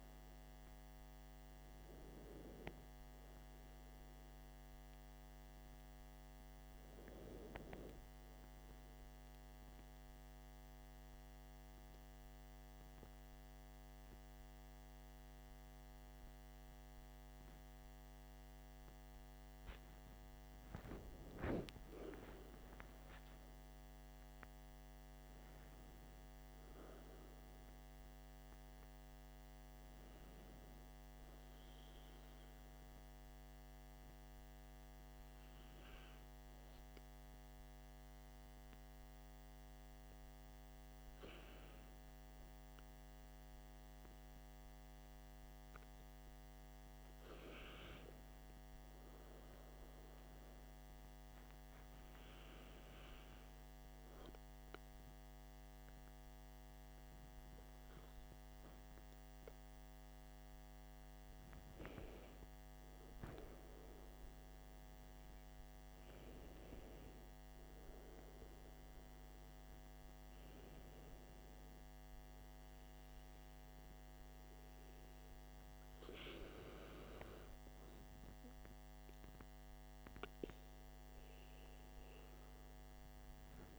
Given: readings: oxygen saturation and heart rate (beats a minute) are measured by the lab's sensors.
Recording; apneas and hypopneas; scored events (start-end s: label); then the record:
breathing in sleep by a microphone on the trachea; 1
9.50-20.00 s: central apnea (oxygen 97% before, 93% lowest, heart rate 61 before, 51 extreme, up 11 after)
22.00-26.00 s: arousal
From the record:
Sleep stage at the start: N2 (light sleep); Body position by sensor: on the back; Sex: male